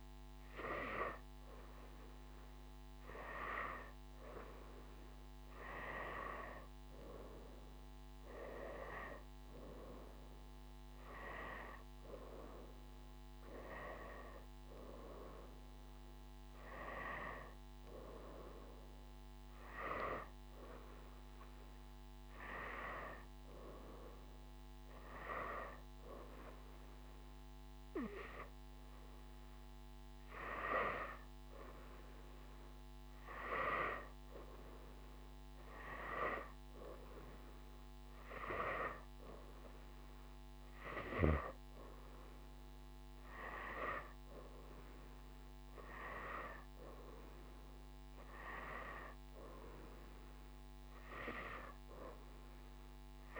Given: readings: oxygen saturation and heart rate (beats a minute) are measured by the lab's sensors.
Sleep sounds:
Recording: breathing in sleep by a microphone on the trachea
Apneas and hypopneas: none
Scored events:
none scored
From the record:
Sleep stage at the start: N2 (light sleep)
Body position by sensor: upright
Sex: female

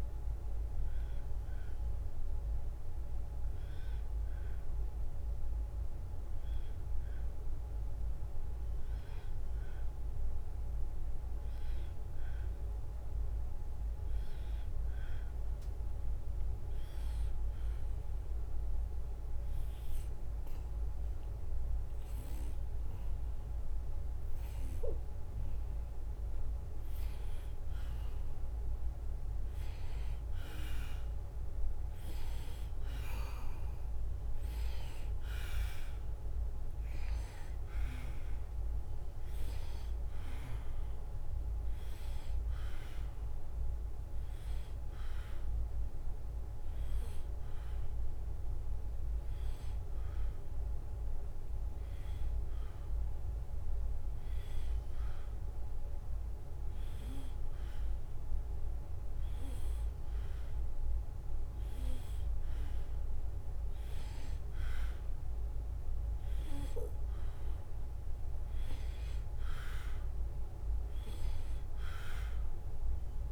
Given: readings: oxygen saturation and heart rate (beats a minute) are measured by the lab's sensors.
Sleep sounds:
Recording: breathing in sleep, hard to hear, by a room microphone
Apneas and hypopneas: 2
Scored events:
0.00-5.00 s: drop in pulse transit time (device-marked, heart rate 72 extreme)
0.00-5.00 s: oxygen desaturation (device-marked, oxygen 92% lowest, heart rate 72 extreme)
1.50-21.00 s: obstructive apnea (oxygen 96% before, 91% lowest, heart rate 72 before, 72 extreme, up 0 after)
24.00-28.50 s: arousal
43.00-59.00 s: obstructive apnea (oxygen 94% before, 90% lowest, heart rate 72 before, 73 extreme, up 1 after)
62.00-64.50 s: arousal
From the record:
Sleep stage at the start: N2 (light sleep)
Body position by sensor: on the back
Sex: male

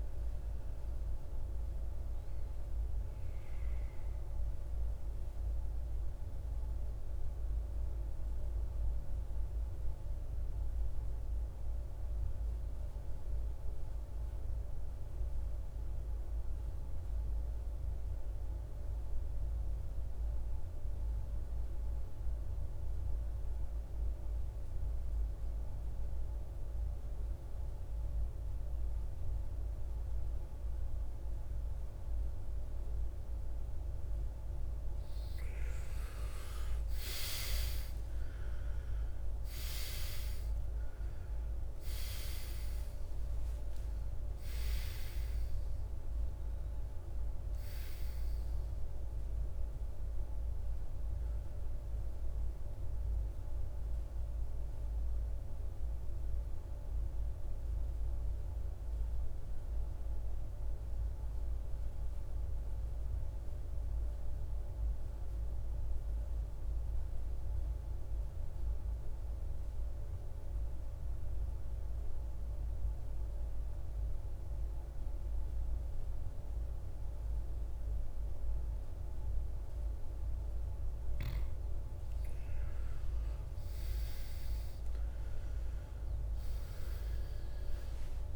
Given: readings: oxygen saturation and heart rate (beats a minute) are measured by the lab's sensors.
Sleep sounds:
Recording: breathing in sleep, hard to hear, by a room microphone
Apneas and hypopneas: 2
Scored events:
0.00-15.50 s: oxygen desaturation (device-marked, oxygen 85% lowest, heart rate 53 extreme)
10.50-34.00 s: mixed apnea (oxygen 99% before, 84% lowest, heart rate 66 before, 53 extreme, up 19 after)
31.50-58.50 s: oxygen desaturation (device-marked, oxygen 98% before, 84% lowest, heart rate 55 before, 52 extreme)
35.50-39.00 s: arousal
52.50-80.50 s: mixed apnea (oxygen 98% before, 84% lowest, heart rate 70 before, 52 extreme, up 12 after)
78.50-88.36 s: oxygen desaturation (device-marked, oxygen 99% before, 86% lowest, heart rate 55 before, 51 extreme)
84.50-88.36 s: arousal
From the record:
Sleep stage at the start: N2 (light sleep)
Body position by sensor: on the back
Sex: male

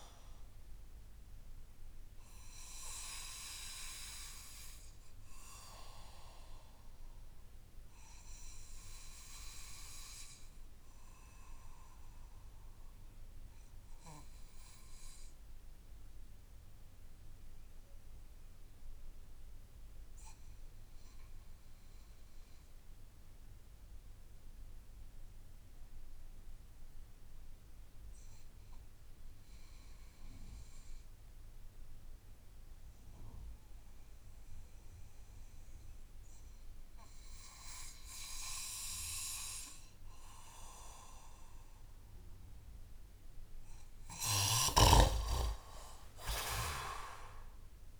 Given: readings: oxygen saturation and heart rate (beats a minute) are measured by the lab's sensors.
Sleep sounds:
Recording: breathing in sleep by a room microphone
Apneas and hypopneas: 1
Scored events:
0.00-1.00 s: arousal
4.50-42.50 s: obstructive apnea (oxygen 98% before, 90% lowest)
15.50-31.50 s: oxygen desaturation (device-marked, oxygen 95% before, 90% lowest)
44.50-48.00 s: arousal
44.50-48.00 s: oxygen desaturation (device-marked, oxygen 98% before, 93% lowest)
From the record:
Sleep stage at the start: N2 (light sleep)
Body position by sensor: on the back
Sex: male

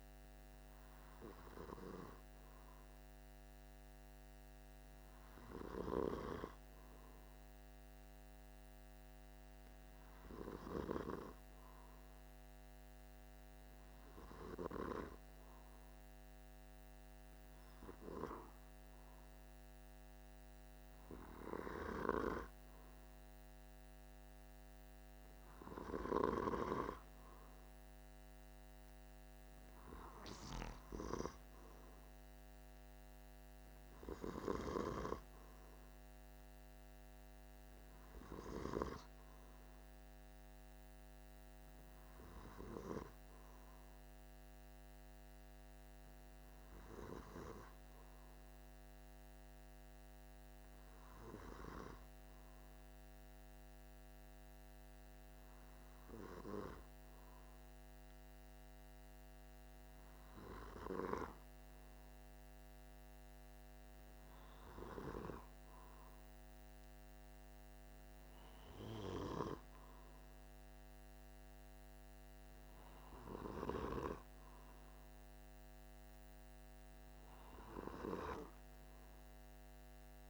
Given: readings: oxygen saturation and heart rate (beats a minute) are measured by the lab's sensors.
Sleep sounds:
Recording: breathing in sleep by a microphone on the trachea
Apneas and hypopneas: none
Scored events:
none scored
From the record:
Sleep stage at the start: N2 (light sleep)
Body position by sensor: on the back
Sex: male

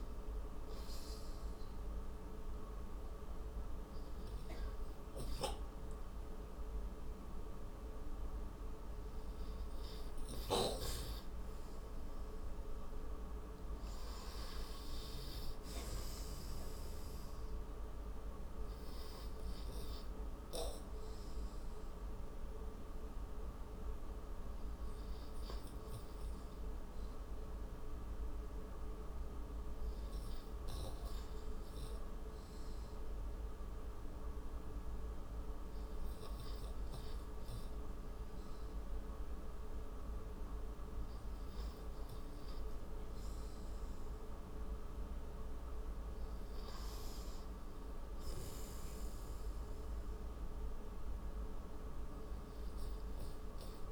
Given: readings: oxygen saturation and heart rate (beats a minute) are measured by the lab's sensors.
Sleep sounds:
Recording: breathing in sleep, hard to hear, by a room microphone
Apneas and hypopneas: 1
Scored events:
0.00-7.50 s: oxygen desaturation (device-marked, oxygen 87% lowest, heart rate 69 extreme)
0.50-11.00 s: obstructive apnea (oxygen 96% before, 88% lowest, heart rate 78 before, 69 extreme, up 9 after)
12.50-16.00 s: arousal
From the record:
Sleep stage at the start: REM sleep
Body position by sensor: on the right side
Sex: male

